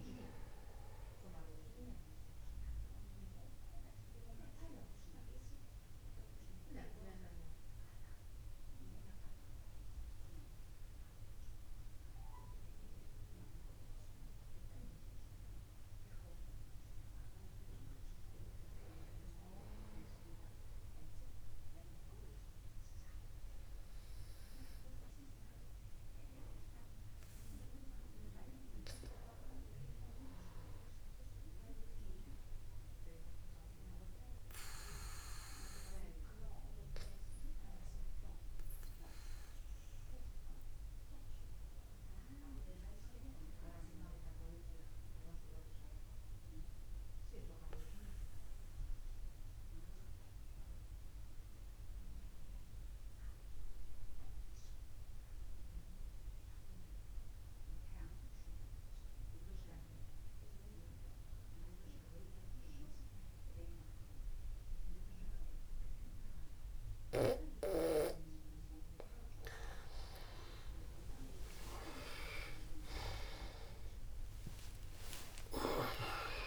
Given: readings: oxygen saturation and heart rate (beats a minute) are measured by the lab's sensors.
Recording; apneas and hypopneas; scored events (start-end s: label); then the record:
breathing in sleep by a room microphone; 2
3.00-18.50 s: central apnea (oxygen 98% before, 94% lowest, heart rate 51 before, 49 extreme, up 1 after)
21.00-24.50 s: arousal
33.50-66.50 s: obstructive apnea (oxygen 98% before, 91% lowest, heart rate 49 before, 49 extreme, up 17 after)
71.50-76.47 s: arousal
72.00-74.00 s: long interval between heartbeats (device-marked, heart rate 50 before, 59 extreme)
From the record:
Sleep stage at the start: N2 (light sleep); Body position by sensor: upright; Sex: male